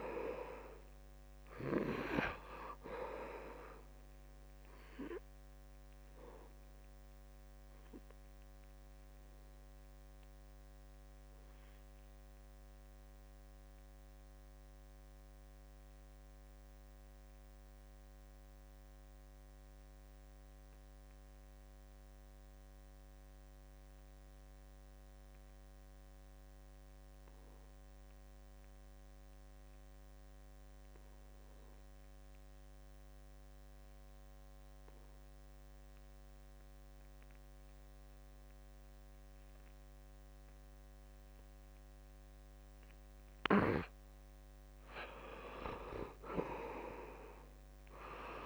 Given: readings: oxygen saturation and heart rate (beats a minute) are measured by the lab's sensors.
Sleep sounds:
breathing in sleep by a microphone on the trachea; 1
0.00-24.50 s: oxygen desaturation (device-marked, oxygen 73% lowest, heart rate 64 extreme)
11.50-42.50 s: obstructive apnea (oxygen 94% before, 73% lowest, heart rate 76 before, 64 extreme, up 7 after)
26.50-48.46 s: oxygen desaturation (device-marked, oxygen 98% before, 74% lowest, heart rate 69 before, 64 extreme)
44.00-47.50 s: arousal
From the record:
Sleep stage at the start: N2 (light sleep); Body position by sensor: on the back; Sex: male

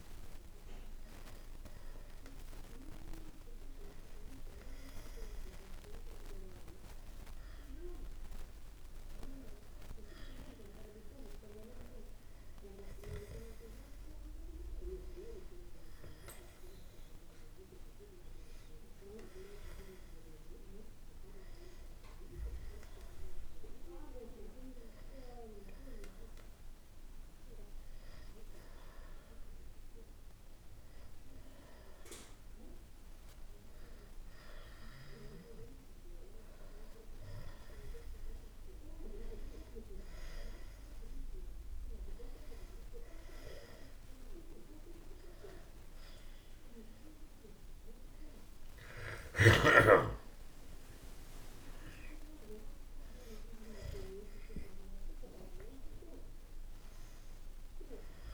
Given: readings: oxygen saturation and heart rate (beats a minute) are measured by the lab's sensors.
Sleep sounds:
breathing in sleep by a room microphone; 1
14.50-20.00 s: arousal
23.50-35.00 s: hypopnea (oxygen 94% before, 92% lowest, heart rate 62 before, 62 extreme, up 2 after)
39.00-43.00 s: arousal
49.00-55.50 s: arousal
From the record:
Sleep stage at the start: N2 (light sleep); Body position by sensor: on the back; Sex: male

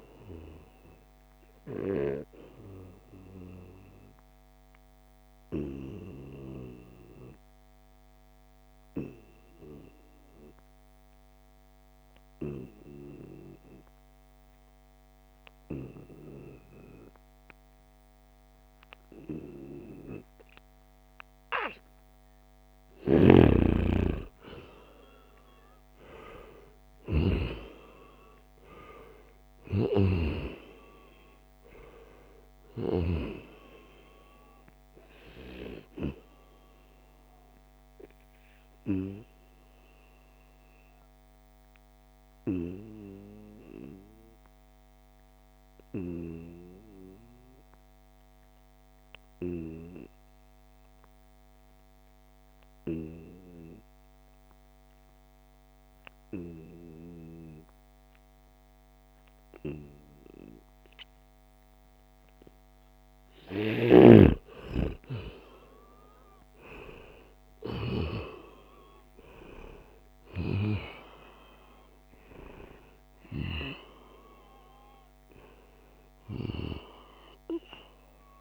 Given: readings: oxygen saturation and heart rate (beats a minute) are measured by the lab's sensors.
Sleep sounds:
breathing in sleep by a microphone on the trachea; 2
0.00-6.00 s: oxygen desaturation (device-marked, oxygen 90% lowest, heart rate 72 extreme)
1.00-3.00 s: long interval between heartbeats (device-marked, heart rate 82 before, 100 extreme)
3.50-23.00 s: obstructive apnea (oxygen 96% before, 89% lowest, heart rate 84 before, 72 extreme, up 8 after)
21.50-23.50 s: long interval between heartbeats (device-marked, heart rate 82 before, 80 extreme)
23.00-27.50 s: snoring (device-marked)
23.00-49.00 s: oxygen desaturation (device-marked, oxygen 96% before, 89% lowest, heart rate 80 before, 70 extreme)
24.50-28.00 s: arousal
35.50-63.00 s: obstructive apnea (oxygen 97% before, 89% lowest, heart rate 77 before, 70 extreme, up 3 after)
63.00-78.41 s: oxygen desaturation (device-marked, oxygen 97% before, 89% lowest, heart rate 73 before, 68 extreme)
64.00-68.00 s: arousal
From the record:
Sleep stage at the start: N2 (light sleep); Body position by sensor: on the right side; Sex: male

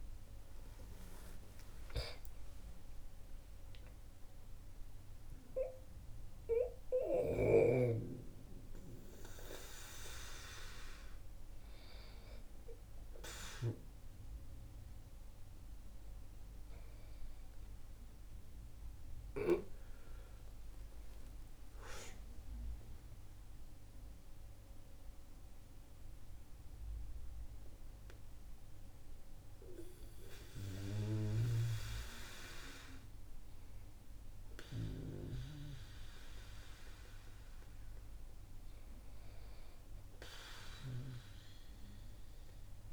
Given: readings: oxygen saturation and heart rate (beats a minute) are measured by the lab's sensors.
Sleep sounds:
breathing in sleep by a room microphone; 1
0.00-3.50 s: arousal
4.00-34.00 s: new sleep stage, N1 (lightest sleep)
21.50-33.00 s: central apnea (oxygen 99% before, 96% lowest, heart rate 70 before, 60 extreme, up 7 after)
31.00-35.00 s: snoring (device-marked)
34.00-37.50 s: arousal
34.00-42.93 s: new sleep stage, N2 (light sleep)
From the record:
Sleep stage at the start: N2 (light sleep); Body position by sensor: on the back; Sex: male

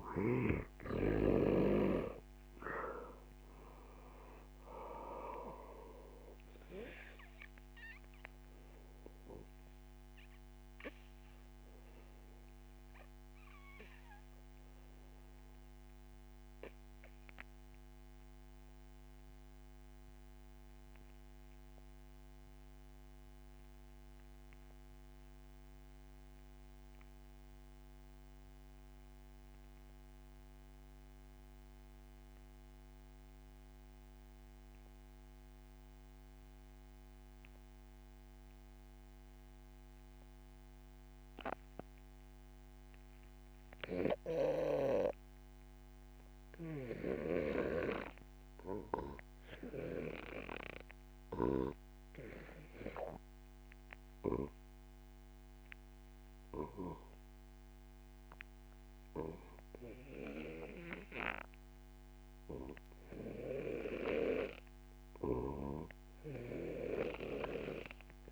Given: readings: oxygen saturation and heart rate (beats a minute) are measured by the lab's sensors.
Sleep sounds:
breathing in sleep by a microphone on the trachea; 1
0.00-2.00 s: arousal
0.00-24.50 s: oxygen desaturation (device-marked, oxygen 88% lowest, heart rate 47 extreme)
12.50-47.50 s: obstructive apnea (oxygen 97% before, 84% lowest, heart rate 60 before, 37 extreme, up 0 after)
43.50-68.32 s: oxygen desaturation (device-marked, oxygen 96% before, 84% lowest, heart rate 64 before, 30 extreme)
51.00-55.00 s: arousal
From the record:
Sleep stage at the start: REM sleep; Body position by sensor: on the back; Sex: male

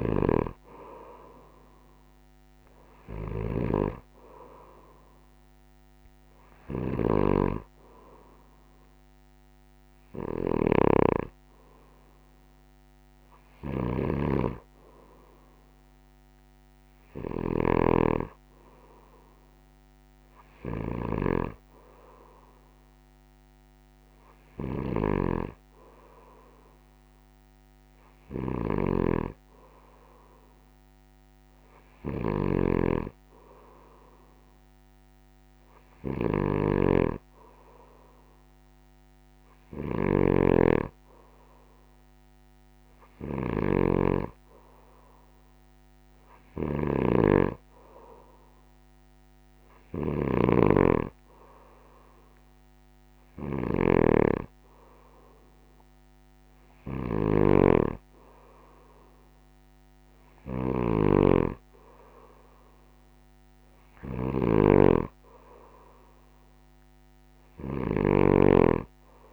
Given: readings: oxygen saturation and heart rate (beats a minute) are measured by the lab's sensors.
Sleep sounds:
breathing in sleep by a microphone on the trachea; none
0.00-69.33 s: snoring (device-marked)
From the record:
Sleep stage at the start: N2 (light sleep); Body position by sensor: on the right side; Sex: male

